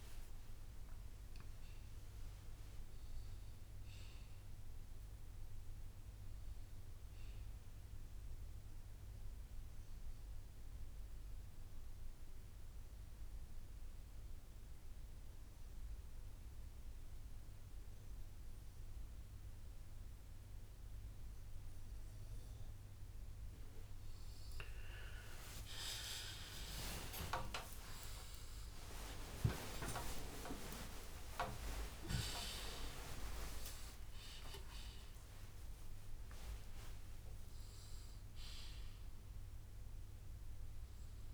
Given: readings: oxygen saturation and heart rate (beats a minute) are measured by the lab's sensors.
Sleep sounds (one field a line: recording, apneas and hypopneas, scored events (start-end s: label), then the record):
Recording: breathing in sleep by a room microphone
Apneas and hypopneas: 1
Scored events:
0.00-2.00 s: arousal
0.00-11.00 s: drop in pulse transit time (device-marked, heart rate 57 extreme)
5.00-23.00 s: bradycardia (device-marked, heart rate 62 before, 52 extreme)
9.50-22.50 s: hypopnea (oxygen 96% before, 93% lowest, heart rate 61 before, 51 extreme)
11.00-41.34 s: new sleep stage, N1 (lightest sleep)
23.50-30.00 s: arousal
26.00-28.00 s: long interval between heartbeats (device-marked, heart rate 56 before, 64 extreme)
26.00-35.00 s: tachycardia (device-marked, heart rate 62 before, 145 extreme)
28.50-30.50 s: long interval between heartbeats (device-marked, heart rate 56 before, 96 extreme)
32.00-34.00 s: long interval between heartbeats (device-marked, heart rate 67 before, 137 extreme)
35.50-37.50 s: long interval between heartbeats (device-marked, heart rate 79 before, 126 extreme)
From the record:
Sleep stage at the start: N2 (light sleep)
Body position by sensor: on the left side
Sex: male